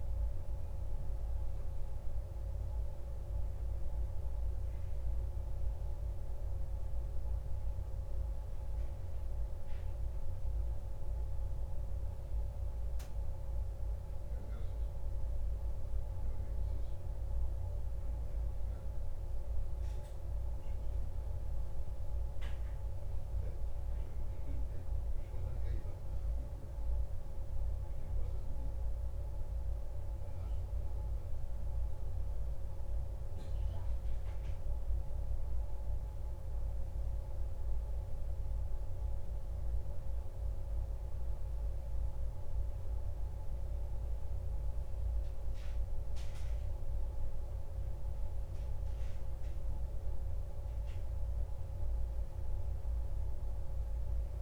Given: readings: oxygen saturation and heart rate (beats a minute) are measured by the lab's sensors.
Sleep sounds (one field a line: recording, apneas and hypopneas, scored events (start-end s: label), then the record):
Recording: breathing in sleep, hard to hear, by a room microphone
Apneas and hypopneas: none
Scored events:
none scored
From the record:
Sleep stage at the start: N1 (lightest sleep)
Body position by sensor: on the back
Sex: male